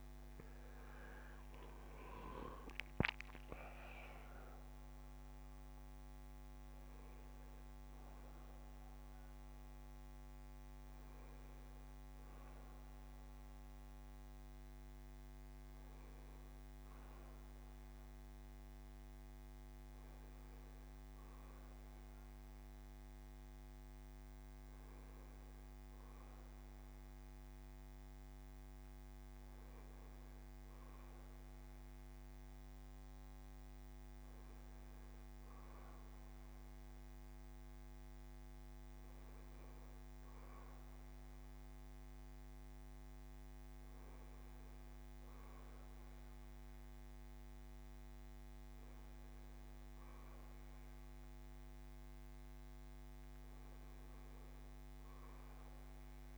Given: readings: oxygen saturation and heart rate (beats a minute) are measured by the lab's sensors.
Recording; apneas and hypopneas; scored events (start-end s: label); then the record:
breathing in sleep, hard to hear, by a microphone on the trachea; none
none scored
From the record:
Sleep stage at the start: N1 (lightest sleep); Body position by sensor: on the back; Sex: male